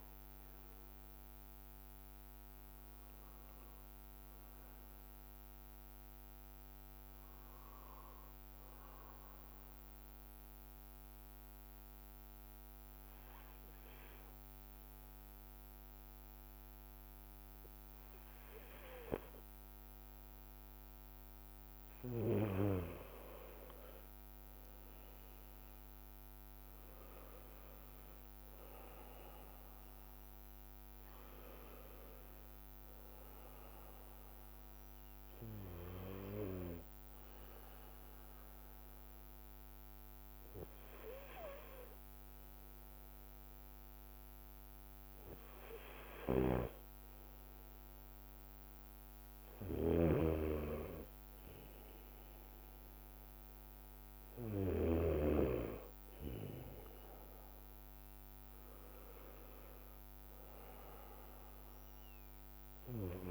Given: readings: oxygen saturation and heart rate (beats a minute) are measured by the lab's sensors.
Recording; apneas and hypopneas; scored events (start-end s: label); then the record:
breathing in sleep by a microphone on the trachea; 2
0.50-4.00 s: arousal
9.00-21.50 s: obstructive apnea (oxygen 93% before, 90% lowest)
22.00-25.50 s: arousal
35.00-47.50 s: hypopnea (oxygen 92% before, 90% lowest)
50.00-55.50 s: snoring (device-marked)
52.00-56.50 s: arousal
From the record:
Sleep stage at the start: N2 (light sleep); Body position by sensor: on the right side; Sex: male